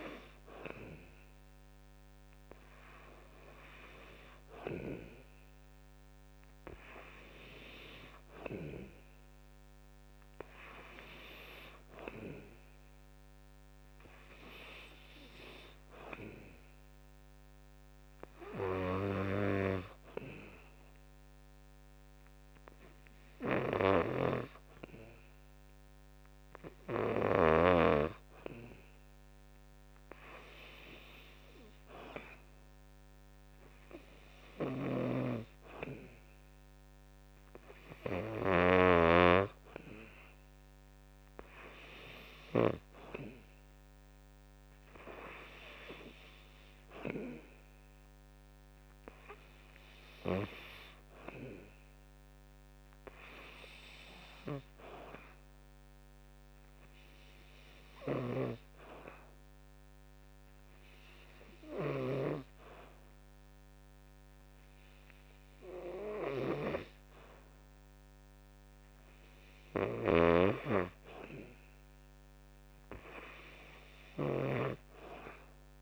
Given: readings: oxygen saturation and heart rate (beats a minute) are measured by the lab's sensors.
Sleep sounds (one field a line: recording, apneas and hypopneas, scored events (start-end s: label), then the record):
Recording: breathing in sleep by a microphone on the trachea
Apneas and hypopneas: 2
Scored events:
17.00-29.50 s: hypopnea (oxygen 94% before, 88% lowest, heart rate 60 before, 61 extreme, up 3 after)
23.50-27.50 s: snoring (device-marked)
33.00-37.00 s: arousal
34.50-38.50 s: snoring (device-marked)
40.50-48.50 s: oxygen desaturation (device-marked, oxygen 93% before, 90% lowest, heart rate 63 before, 61 extreme)
55.50-70.50 s: hypopnea (oxygen 94% before, 88% lowest, heart rate 63 before, 61 extreme, up 3 after)
69.50-74.50 s: snoring (device-marked)
70.50-74.00 s: arousal
From the record:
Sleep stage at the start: N2 (light sleep)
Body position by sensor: on the back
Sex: male